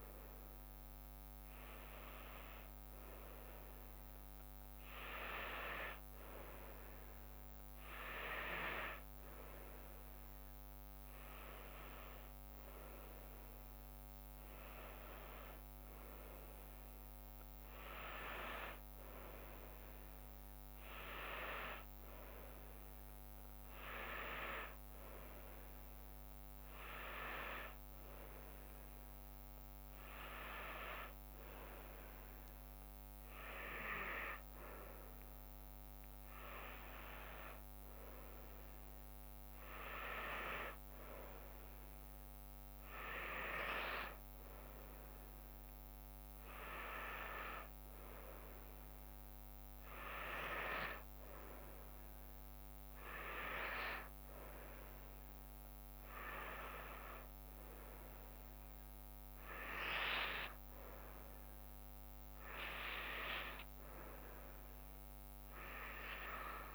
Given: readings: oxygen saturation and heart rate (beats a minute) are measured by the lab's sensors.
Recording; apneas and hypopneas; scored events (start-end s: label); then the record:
breathing in sleep by a microphone on the trachea; none
none scored
From the record:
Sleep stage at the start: N2 (light sleep); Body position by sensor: on the back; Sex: female